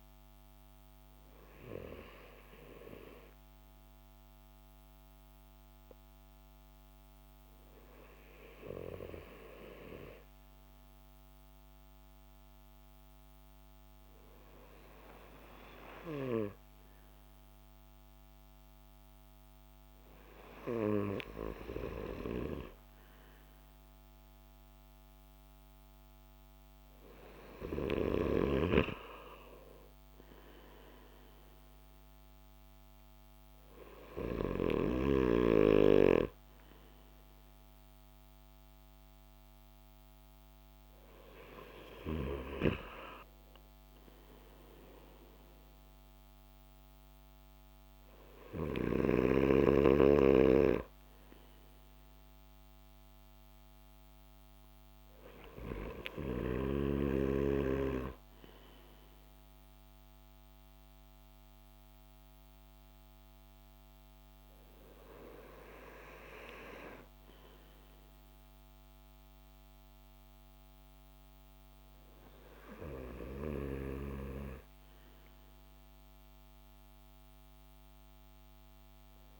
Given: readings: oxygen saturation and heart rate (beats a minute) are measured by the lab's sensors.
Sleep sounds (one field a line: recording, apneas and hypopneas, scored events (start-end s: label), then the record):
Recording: breathing in sleep by a microphone on the trachea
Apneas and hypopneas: none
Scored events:
none scored
From the record:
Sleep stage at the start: N2 (light sleep)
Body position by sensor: on the back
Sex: male